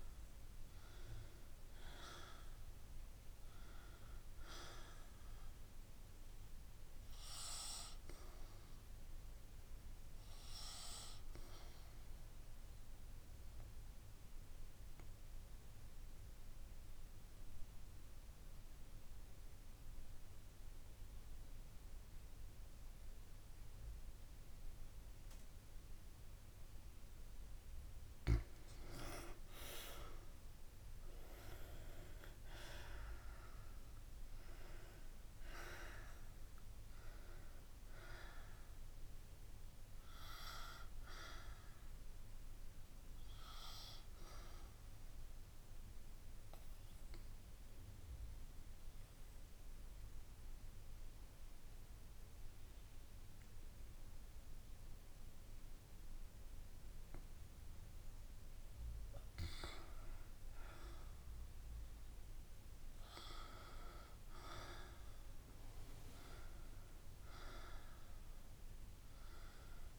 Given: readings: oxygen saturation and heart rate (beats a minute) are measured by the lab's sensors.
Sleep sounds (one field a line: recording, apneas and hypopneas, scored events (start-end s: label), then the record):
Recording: breathing in sleep by a room microphone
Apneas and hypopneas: 2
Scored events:
0.00-2.50 s: arousal
11.00-28.00 s: obstructive apnea (oxygen 96% before, 89% lowest)
16.50-28.50 s: oxygen desaturation (device-marked, oxygen 94% before, 89% lowest)
30.50-34.00 s: arousal
47.00-59.00 s: obstructive apnea (oxygen 97% before, 90% lowest)
57.50-69.99 s: oxygen desaturation (device-marked, oxygen 95% before, 90% lowest)
62.50-66.50 s: arousal
From the record:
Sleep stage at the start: N2 (light sleep)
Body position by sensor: on the back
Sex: female